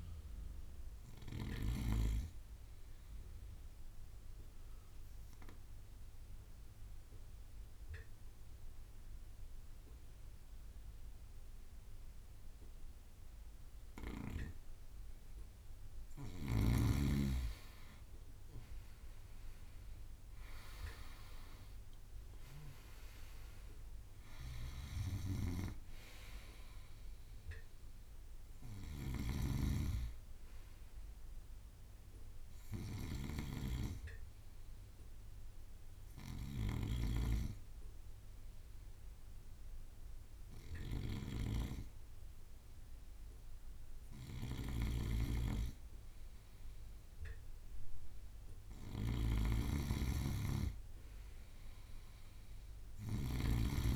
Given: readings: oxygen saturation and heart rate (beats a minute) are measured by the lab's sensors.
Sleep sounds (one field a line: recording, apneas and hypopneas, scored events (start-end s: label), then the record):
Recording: breathing in sleep by a room microphone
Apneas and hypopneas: 2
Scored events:
0.00-13.50 s: oxygen desaturation (device-marked, oxygen 94% lowest, heart rate 52 extreme)
0.00-20.50 s: bradycardia (device-marked, heart rate 53 extreme)
4.00-16.50 s: obstructive apnea (oxygen 98% before, 94% lowest, heart rate 58 before, 52 extreme, up 5 after)
19.00-23.50 s: arousal
21.50-47.50 s: bradycardia (device-marked, heart rate 59 before, 52 extreme)
29.00-53.96 s: snoring (device-marked)
33.50-46.50 s: hypopnea (oxygen 98% before, 94% lowest, heart rate 56 before, 55 extreme, up 4 after)
49.50-53.96 s: arousal
From the record:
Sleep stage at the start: N2 (light sleep)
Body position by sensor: on the right side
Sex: male